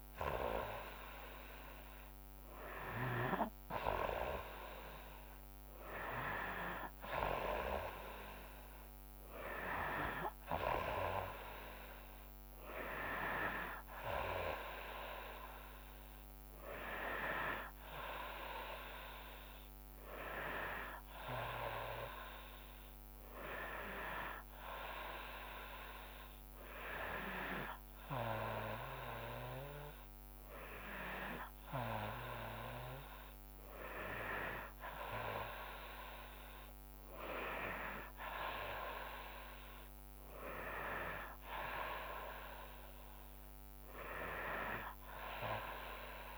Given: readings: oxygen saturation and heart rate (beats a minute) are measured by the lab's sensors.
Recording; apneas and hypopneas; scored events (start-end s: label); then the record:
breathing in sleep by a microphone on the trachea; none
none scored
From the record:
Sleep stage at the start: N2 (light sleep); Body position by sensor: on the back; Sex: female